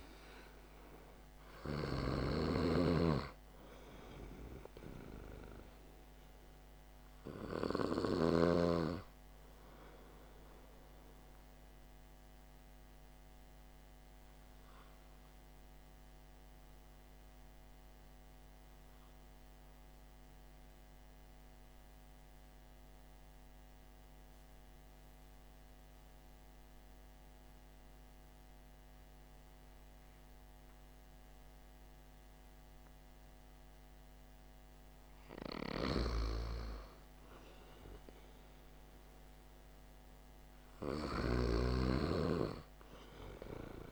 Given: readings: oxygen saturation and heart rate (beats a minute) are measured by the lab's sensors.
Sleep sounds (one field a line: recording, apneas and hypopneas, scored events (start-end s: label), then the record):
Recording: breathing in sleep by a microphone on the trachea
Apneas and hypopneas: 1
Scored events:
17.50-34.50 s: obstructive apnea (oxygen 97% before, 93% lowest, heart rate 55 before, 51 extreme, up 5 after)
38.00-42.00 s: arousal
From the record:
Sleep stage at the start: N2 (light sleep)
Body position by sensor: on the back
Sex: male